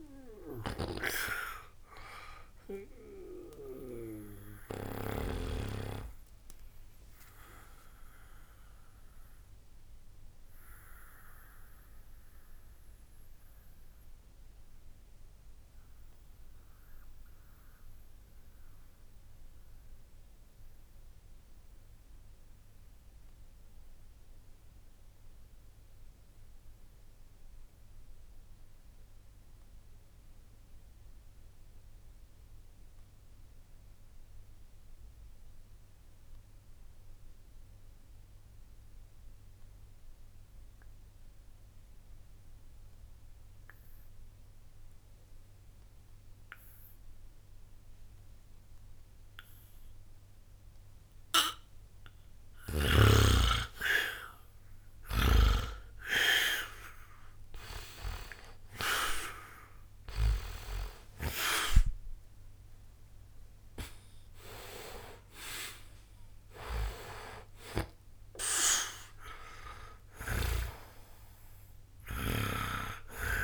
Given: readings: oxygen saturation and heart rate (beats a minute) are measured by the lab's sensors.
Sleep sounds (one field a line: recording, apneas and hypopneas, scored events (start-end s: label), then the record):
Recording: breathing in sleep by a room microphone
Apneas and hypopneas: 1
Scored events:
0.00-23.50 s: oxygen desaturation (device-marked, oxygen 78% lowest, heart rate 60 extreme)
6.50-51.50 s: mixed apnea (oxygen 94% before, 74% lowest, heart rate 69 before, 60 extreme, up 0 after)
43.50-73.44 s: oxygen desaturation (device-marked, oxygen 99% before, 74% lowest, heart rate 60 before, 60 extreme)
56.00-61.00 s: arousal
From the record:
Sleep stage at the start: N2 (light sleep)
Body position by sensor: on the back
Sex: male